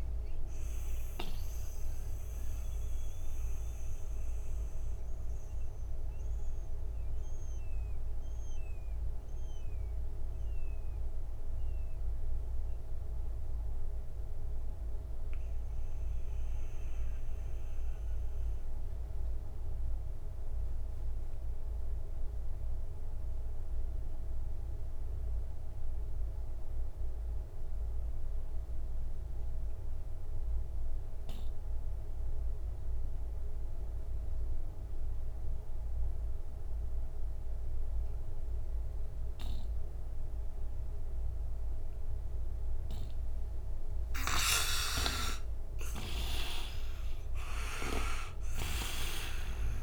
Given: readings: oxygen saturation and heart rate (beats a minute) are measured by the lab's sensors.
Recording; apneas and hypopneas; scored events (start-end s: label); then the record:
breathing in sleep by a room microphone; 1
0.00-23.00 s: oxygen desaturation (device-marked, oxygen 74% lowest, heart rate 59 extreme)
0.50-43.50 s: mixed apnea (oxygen 94% before, 74% lowest, heart rate 75 before, 59 extreme, up 18 after)
33.00-49.83 s: oxygen desaturation (device-marked, oxygen 99% before, 76% lowest, heart rate 61 before, 60 extreme)
44.50-49.00 s: arousal
48.00-49.83 s: snoring (device-marked)
From the record:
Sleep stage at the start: N2 (light sleep); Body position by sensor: on the right side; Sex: male